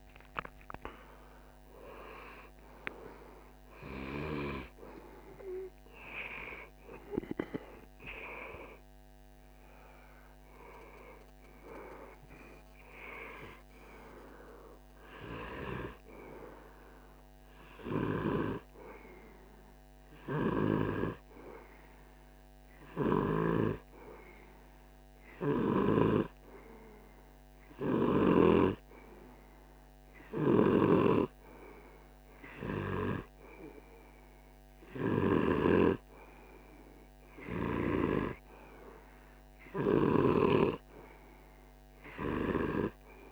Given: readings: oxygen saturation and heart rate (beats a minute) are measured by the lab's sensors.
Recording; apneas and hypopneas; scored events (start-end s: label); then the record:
breathing in sleep by a microphone on the trachea; none
0.00-6.50 s: oxygen desaturation (device-marked, oxygen 93% lowest, heart rate 51 extreme)
19.50-28.00 s: snoring (device-marked)
30.00-39.50 s: snoring (device-marked)
From the record:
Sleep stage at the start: N2 (light sleep); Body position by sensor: on the right side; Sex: male